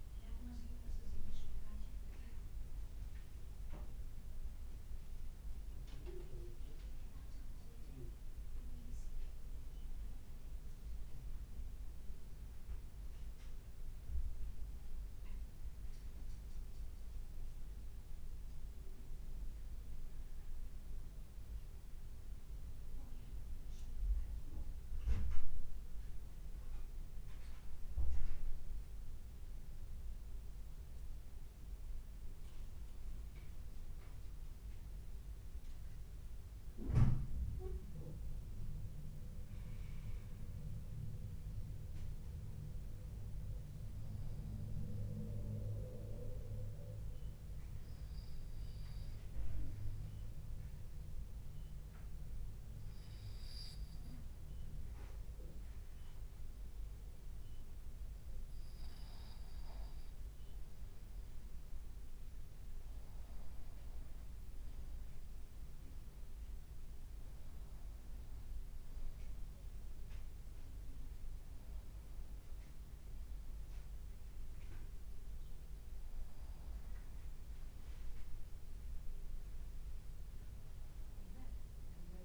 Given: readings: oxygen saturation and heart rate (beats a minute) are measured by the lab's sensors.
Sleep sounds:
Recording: breathing in sleep by a room microphone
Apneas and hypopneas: 1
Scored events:
45.00-58.00 s: obstructive apnea (oxygen 97% before, 91% lowest, heart rate 53 before, 52 extreme, up 2 after)
53.50-55.50 s: oxygen desaturation (device-marked, oxygen 95% before, 94% lowest, heart rate 53 before, 52 extreme)
61.00-65.50 s: arousal
From the record:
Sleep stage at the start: N2 (light sleep)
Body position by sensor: on the back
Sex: male

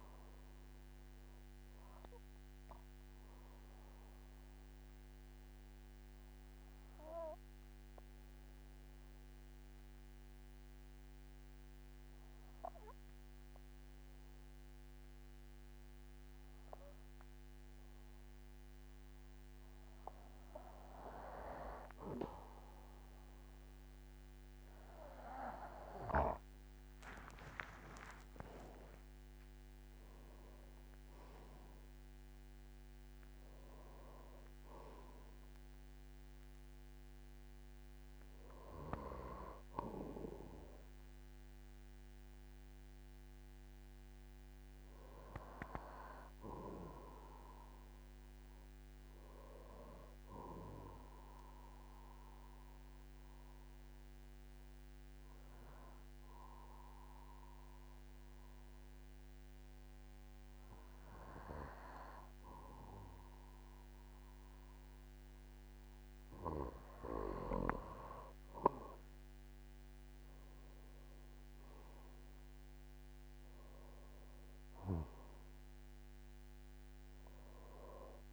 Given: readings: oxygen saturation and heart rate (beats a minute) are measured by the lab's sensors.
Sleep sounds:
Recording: breathing in sleep by a microphone on the trachea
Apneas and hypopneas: 2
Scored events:
0.00-15.50 s: oxygen desaturation (device-marked, oxygen 93% lowest, heart rate 47 extreme)
1.50-19.00 s: obstructive apnea (oxygen 98% before, 92% lowest, heart rate 53 before, 46 extreme, up 3 after)
26.50-31.00 s: arousal
29.50-54.50 s: oxygen desaturation (device-marked, oxygen 98% before, 92% lowest, heart rate 50 before, 46 extreme)
51.00-66.50 s: obstructive apnea (oxygen 98% before, 94% lowest, heart rate 53 before, 47 extreme, up 16 after)
69.50-73.00 s: arousal
72.50-78.33 s: oxygen desaturation (device-marked, oxygen 98% before, 94% lowest, heart rate 51 before, 46 extreme)
From the record:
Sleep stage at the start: N2 (light sleep)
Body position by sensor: on the back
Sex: male

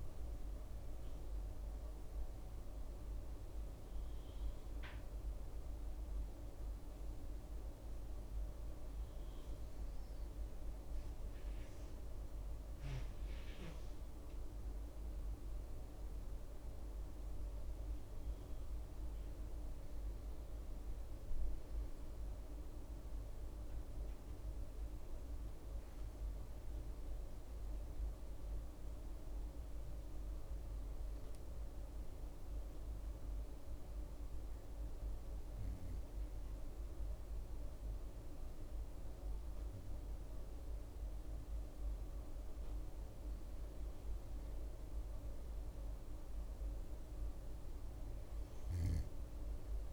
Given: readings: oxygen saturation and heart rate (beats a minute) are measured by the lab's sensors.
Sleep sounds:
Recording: breathing in sleep, hard to hear, by a room microphone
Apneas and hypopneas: 1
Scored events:
17.00-20.50 s: arousal
29.00-42.50 s: hypopnea (oxygen 98% before, 93% lowest, heart rate 61 before, 59 extreme, up 4 after)
44.50-48.00 s: arousal
From the record:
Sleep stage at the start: N2 (light sleep)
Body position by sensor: on the back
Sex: female

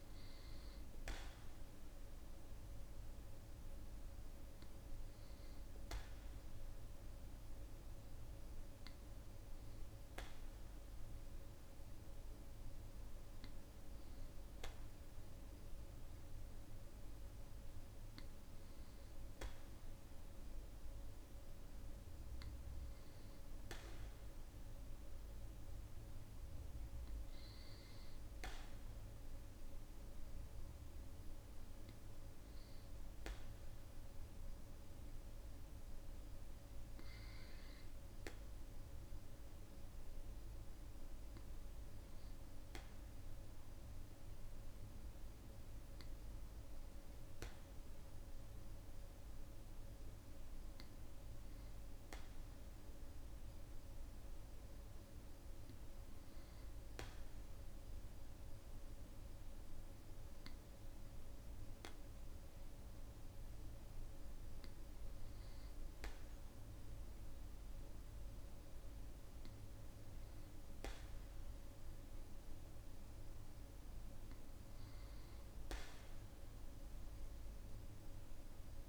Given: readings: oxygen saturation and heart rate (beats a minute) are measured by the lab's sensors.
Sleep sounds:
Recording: breathing in sleep, hard to hear, by a room microphone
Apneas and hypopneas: none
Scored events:
none scored
From the record:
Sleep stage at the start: N2 (light sleep)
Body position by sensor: on the back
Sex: male

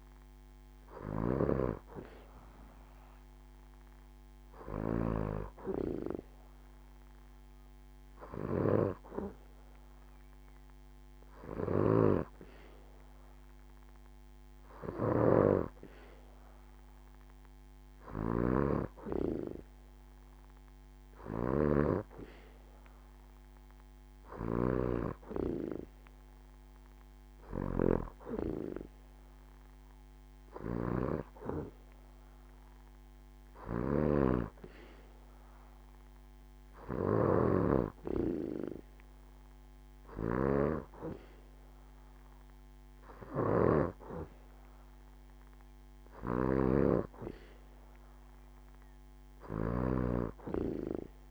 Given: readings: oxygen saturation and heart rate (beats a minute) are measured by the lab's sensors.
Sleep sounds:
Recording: breathing in sleep by a microphone on the trachea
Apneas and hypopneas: none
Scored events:
none scored
From the record:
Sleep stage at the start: N2 (light sleep)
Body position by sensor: on the back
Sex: female

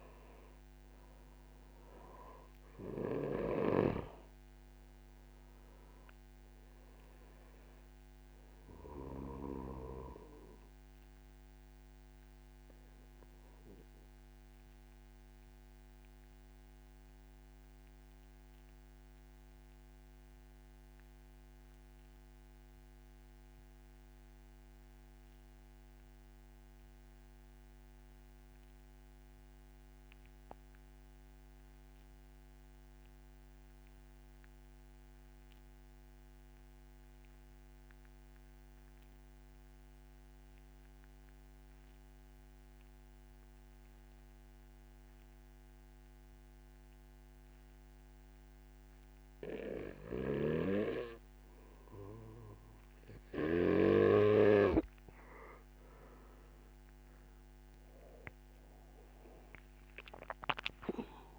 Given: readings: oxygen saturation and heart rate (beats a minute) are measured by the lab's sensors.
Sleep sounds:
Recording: breathing in sleep by a microphone on the trachea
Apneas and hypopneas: 1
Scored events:
0.00-1.00 s: arousal
0.00-23.50 s: oxygen desaturation (device-marked, oxygen 85% lowest, heart rate 57 extreme)
3.50-9.50 s: snoring (device-marked)
13.50-53.50 s: obstructive apnea (oxygen 95% before, 84% lowest, heart rate 66 before, 36 extreme, up 12 after)
40.50-61.39 s: oxygen desaturation (device-marked, oxygen 97% before, 84% lowest, heart rate 70 before, 36 extreme)
59.50-61.39 s: arousal
From the record:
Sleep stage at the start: N2 (light sleep)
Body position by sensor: on the back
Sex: male

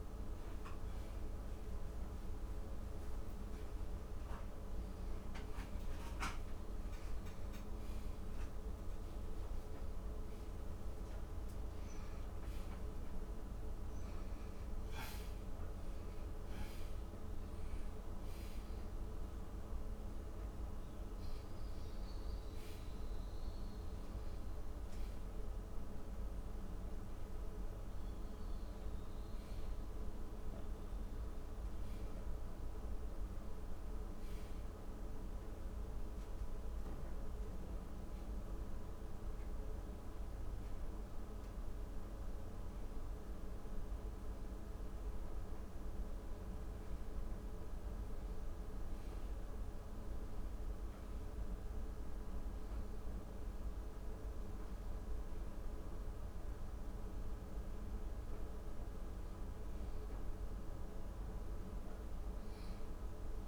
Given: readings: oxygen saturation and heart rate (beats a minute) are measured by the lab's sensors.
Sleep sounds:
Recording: a person awake in a sleep study, hard to hear, by a room microphone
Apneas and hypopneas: none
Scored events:
9.00-63.48 s: new sleep stage, awake
From the record:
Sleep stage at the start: N1 (lightest sleep)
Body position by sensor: upright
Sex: male

